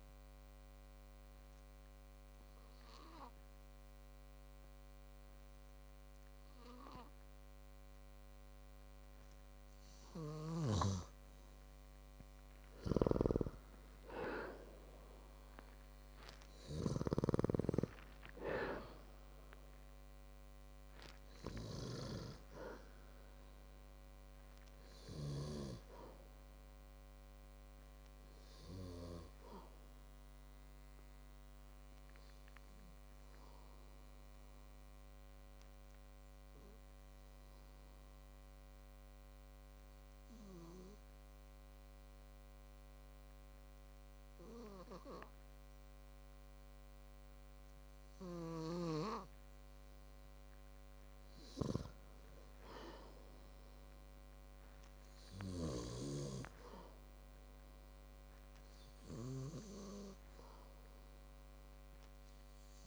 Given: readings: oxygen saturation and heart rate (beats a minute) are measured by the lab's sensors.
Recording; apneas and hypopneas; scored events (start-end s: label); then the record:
breathing in sleep by a microphone on the trachea; 1
1.50-14.50 s: oxygen desaturation (device-marked, oxygen 97% before, 94% lowest, heart rate 57 before, 53 extreme)
2.00-14.50 s: obstructive apnea (oxygen 97% before, 94% lowest, heart rate 57 before, 53 extreme, up 12 after)
15.50-18.50 s: arousal
46.50-56.50 s: oxygen desaturation (device-marked, oxygen 98% before, 94% lowest, heart rate 55 before, 53 extreme)
From the record:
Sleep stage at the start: N2 (light sleep); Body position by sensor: on the back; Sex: male